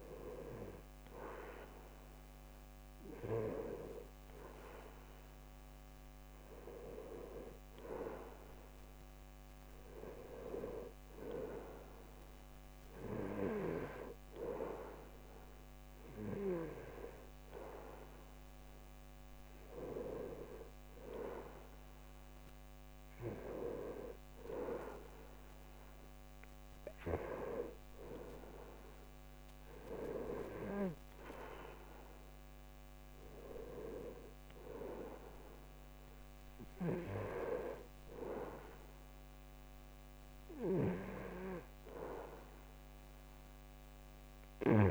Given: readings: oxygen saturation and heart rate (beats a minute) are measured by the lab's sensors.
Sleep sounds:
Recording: breathing in sleep by a microphone on the trachea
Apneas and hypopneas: none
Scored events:
4.50-44.91 s: new sleep stage, N2 (light sleep)
From the record:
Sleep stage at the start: N1 (lightest sleep)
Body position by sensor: on the right side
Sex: male

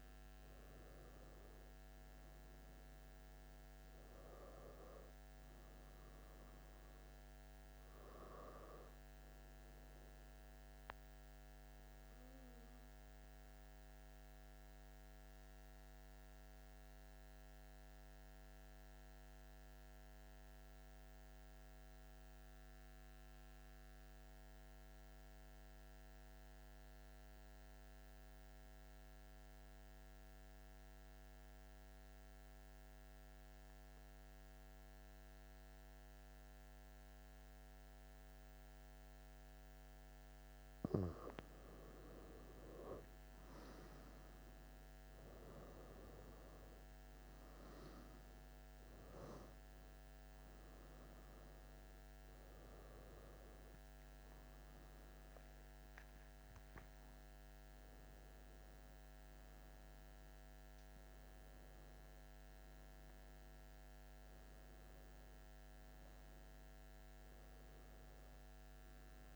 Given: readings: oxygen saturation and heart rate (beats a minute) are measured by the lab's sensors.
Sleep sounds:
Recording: breathing in sleep by a microphone on the trachea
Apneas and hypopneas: 1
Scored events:
0.00-12.00 s: oxygen desaturation (device-marked, oxygen 92% lowest)
12.00-38.00 s: mixed apnea (oxygen 96% before, 92% lowest)
37.00-69.36 s: oxygen desaturation (device-marked, oxygen 97% before, 92% lowest)
39.00-43.00 s: arousal
40.00-69.36 s: new sleep stage, N1 (lightest sleep)
From the record:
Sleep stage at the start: N2 (light sleep)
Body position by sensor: on the back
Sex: male

